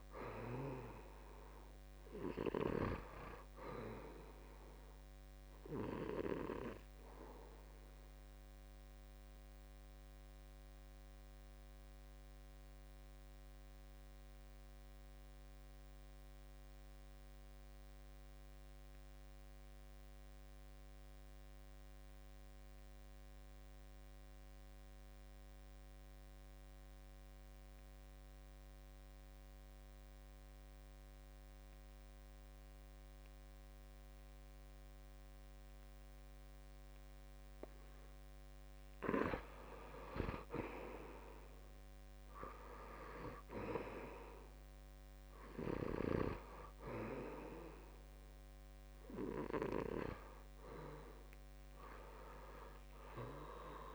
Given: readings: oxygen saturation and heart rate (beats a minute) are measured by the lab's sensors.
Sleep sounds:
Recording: breathing in sleep by a microphone on the trachea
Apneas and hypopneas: 1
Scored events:
0.00-20.00 s: oxygen desaturation (device-marked, oxygen 78% lowest, heart rate 64 extreme)
8.50-39.00 s: obstructive apnea (oxygen 96% before, 78% lowest, heart rate 73 before, 64 extreme, up 7 after)
31.00-53.95 s: oxygen desaturation (device-marked, oxygen 97% before, 80% lowest, heart rate 67 before, 64 extreme)
41.50-45.50 s: arousal
From the record:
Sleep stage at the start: N2 (light sleep)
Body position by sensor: on the back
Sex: male

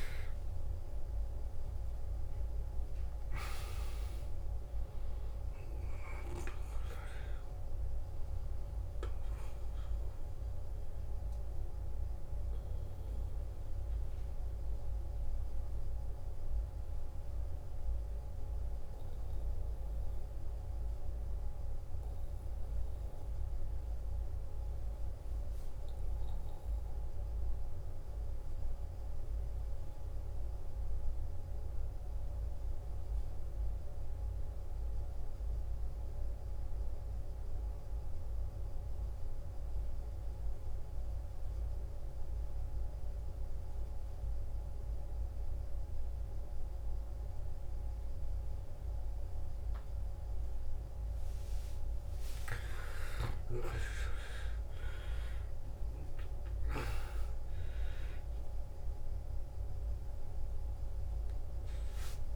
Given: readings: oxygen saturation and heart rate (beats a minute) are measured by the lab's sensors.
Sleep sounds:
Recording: breathing in sleep by a room microphone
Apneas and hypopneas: 1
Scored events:
0.00-25.00 s: oxygen desaturation (device-marked, oxygen 87% lowest, heart rate 55 extreme)
12.50-50.50 s: obstructive apnea (oxygen 97% before, 86% lowest, heart rate 65 before, 55 extreme, up 13 after)
42.00-62.36 s: oxygen desaturation (device-marked, oxygen 98% before, 86% lowest, heart rate 55 before, 54 extreme)
51.50-55.00 s: arousal
From the record:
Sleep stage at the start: N2 (light sleep)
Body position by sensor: on the back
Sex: male

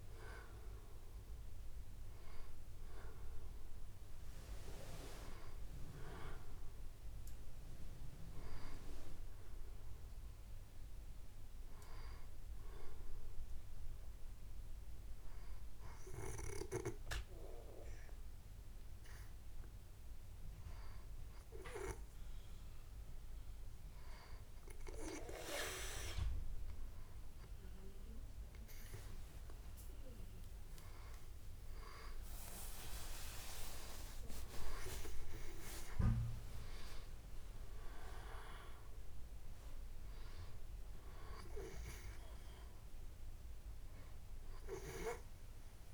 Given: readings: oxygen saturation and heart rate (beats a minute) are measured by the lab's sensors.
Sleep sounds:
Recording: breathing in sleep by a room microphone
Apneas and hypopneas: 1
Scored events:
0.00-17.50 s: oxygen desaturation (device-marked, oxygen 90% lowest, heart rate 71 extreme)
13.50-25.00 s: hypopnea (oxygen 94% before, 91% lowest, heart rate 77 before, 71 extreme, up 5 after)
28.00-32.50 s: arousal
From the record:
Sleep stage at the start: N2 (light sleep)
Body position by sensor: on the back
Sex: female

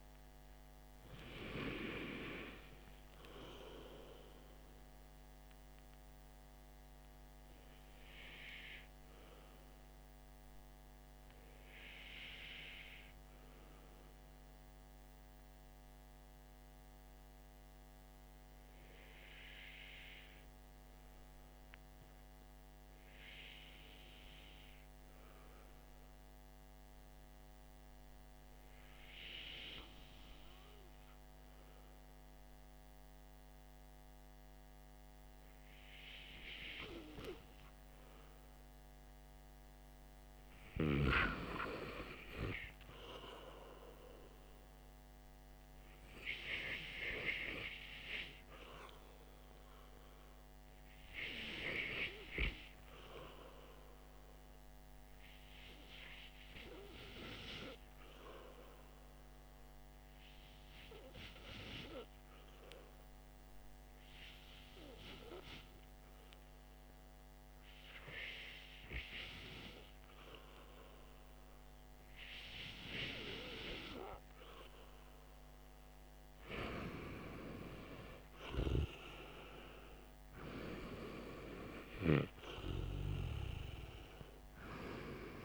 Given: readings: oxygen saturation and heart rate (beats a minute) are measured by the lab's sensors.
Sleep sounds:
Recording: breathing in sleep by a microphone on the trachea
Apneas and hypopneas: 2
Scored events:
0.00-7.50 s: oxygen desaturation (device-marked, oxygen 92% lowest, heart rate 49 extreme)
9.00-38.00 s: hypopnea (oxygen 97% before, 92% lowest, heart rate 58 before, 46 extreme, up 8 after)
44.00-47.50 s: arousal
56.00-72.50 s: hypopnea (oxygen 99% before, 94% lowest, heart rate 53 before, 48 extreme, up 11 after)
78.50-84.00 s: arousal
From the record:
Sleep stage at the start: REM sleep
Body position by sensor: on the back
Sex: male

